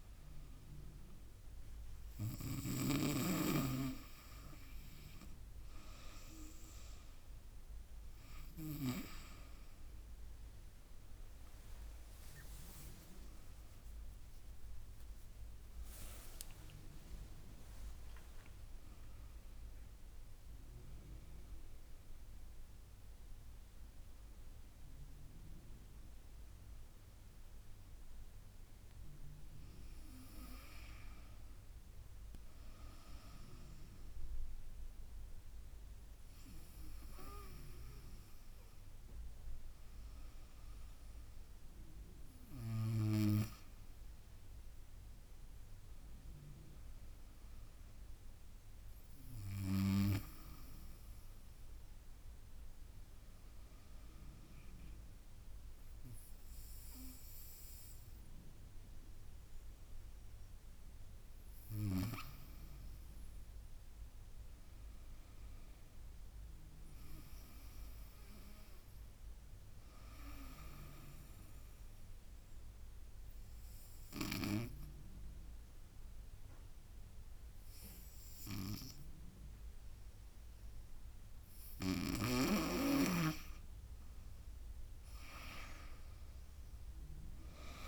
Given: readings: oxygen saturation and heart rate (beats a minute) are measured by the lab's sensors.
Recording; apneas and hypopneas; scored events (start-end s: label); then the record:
breathing in sleep by a room microphone; 2
0.00-9.00 s: snoring (device-marked)
11.50-26.50 s: drop in pulse transit time (device-marked, heart rate 78 before, 84 extreme)
14.50-44.50 s: new sleep stage, N1 (lightest sleep)
15.00-19.00 s: arousal
35.50-37.50 s: long interval between heartbeats (device-marked, heart rate 87 before, 75 extreme)
44.50-47.50 s: arousal
44.50-87.88 s: new sleep stage, N2 (light sleep)
52.50-62.50 s: obstructive apnea (oxygen 98% before, 92% lowest, heart rate 76 before, 70 extreme, up 9 after)
64.50-67.00 s: arousal
70.50-82.50 s: obstructive apnea (oxygen 97% before, 92% lowest, heart rate 75 before, 70 extreme, up 13 after)
84.00-87.50 s: arousal
85.50-87.88 s: drop in pulse transit time (device-marked, heart rate 76 before, 79 extreme)
From the record:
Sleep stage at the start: N2 (light sleep); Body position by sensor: on the right side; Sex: female